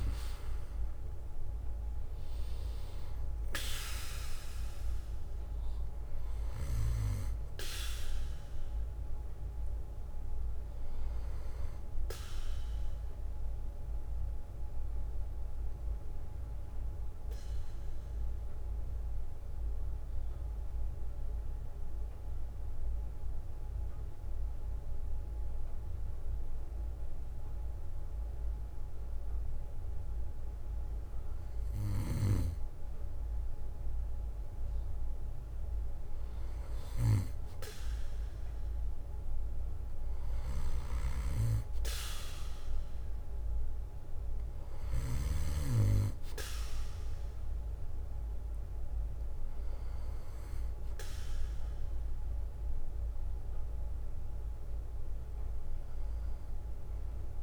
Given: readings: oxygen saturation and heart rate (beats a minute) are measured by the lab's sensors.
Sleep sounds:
breathing in sleep by a room microphone; 1
0.00-3.50 s: arousal
15.00-17.00 s: bradycardia (device-marked, heart rate 61 before, 60 extreme)
16.50-31.50 s: central apnea (oxygen 97% before, 93% lowest, heart rate 65 before, 54 extreme, up 12 after)
18.00-30.00 s: bradycardia (device-marked, heart rate 61 before, 55 extreme)
34.00-37.50 s: arousal
42.00-44.00 s: bradycardia (device-marked, heart rate 61 before, 59 extreme)
45.00-47.00 s: bradycardia (device-marked, heart rate 61 before, 59 extreme)
49.00-53.00 s: bradycardia (device-marked, heart rate 61 before, 58 extreme)
55.00-57.43 s: bradycardia (device-marked, heart rate 61 before, 52 extreme)
55.00-57.43 s: oxygen desaturation (device-marked, oxygen 96% before, 93% lowest, heart rate 61 before, 52 extreme)
From the record:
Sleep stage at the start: N2 (light sleep); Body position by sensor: on the back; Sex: male

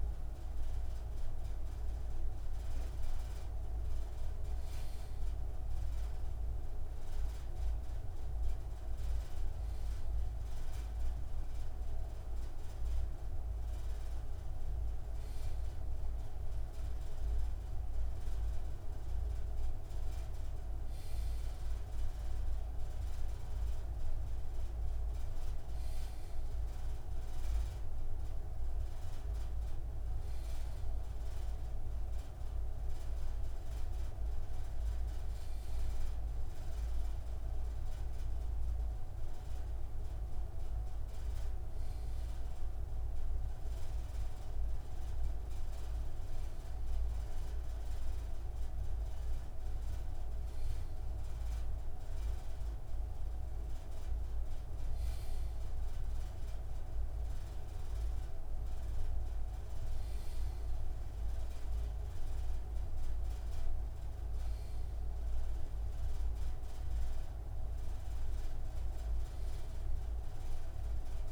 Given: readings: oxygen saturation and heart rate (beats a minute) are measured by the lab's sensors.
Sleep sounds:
breathing in sleep, hard to hear, by a room microphone; none
none scored
From the record:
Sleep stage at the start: N2 (light sleep); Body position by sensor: on the left side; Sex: male

